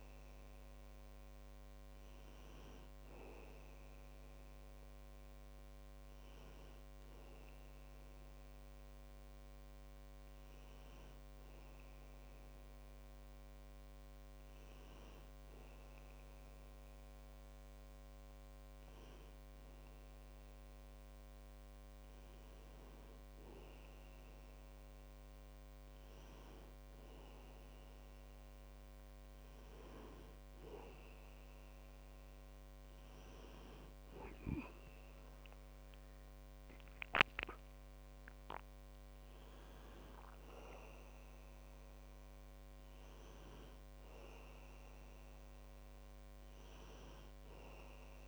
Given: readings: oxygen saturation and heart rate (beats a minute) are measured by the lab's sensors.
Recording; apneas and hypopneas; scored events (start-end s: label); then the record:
a person awake in a sleep study, hard to hear, by a microphone on the trachea; none
none scored
From the record:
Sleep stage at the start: awake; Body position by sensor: on the back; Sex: male